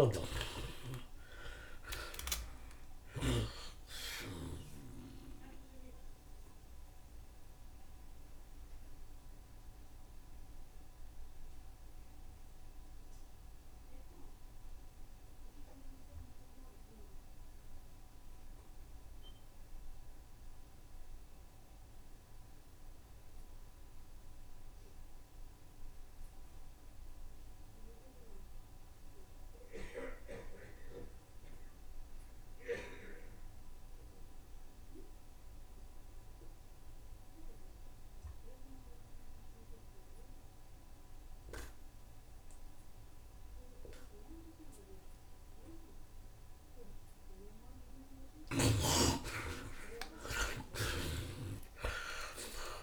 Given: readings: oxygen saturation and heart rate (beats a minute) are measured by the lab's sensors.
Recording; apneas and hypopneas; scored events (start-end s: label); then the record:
breathing in sleep by a room microphone; 1
0.00-1.00 s: arousal
0.00-19.00 s: oxygen desaturation (device-marked, oxygen 50% lowest, heart rate 73 extreme)
6.50-47.00 s: mixed apnea (oxygen 85% before, 49% lowest, heart rate 76 before, 72 extreme, up 6 after)
21.00-52.83 s: oxygen desaturation (device-marked, oxygen 87% before, 49% lowest, heart rate 77 before, 72 extreme)
49.00-52.83 s: arousal
From the record:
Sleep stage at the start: N2 (light sleep); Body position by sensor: on the right side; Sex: male